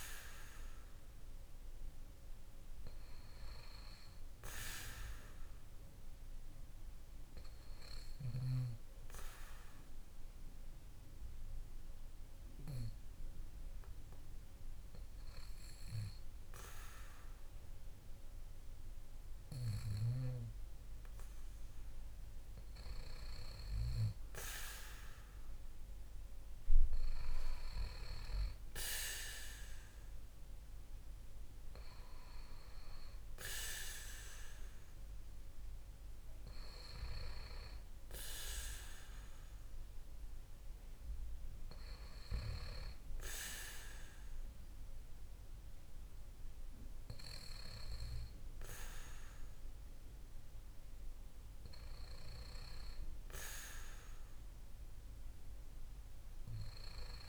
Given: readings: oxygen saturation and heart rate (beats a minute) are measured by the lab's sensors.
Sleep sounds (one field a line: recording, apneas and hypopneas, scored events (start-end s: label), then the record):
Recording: breathing in sleep by a room microphone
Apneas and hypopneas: 1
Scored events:
8.50-21.00 s: obstructive apnea (oxygen 94% before, 91% lowest, heart rate 58 before, 56 extreme, up 11 after)
24.50-28.00 s: arousal
From the record:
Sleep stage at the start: N2 (light sleep)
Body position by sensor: on the back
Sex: male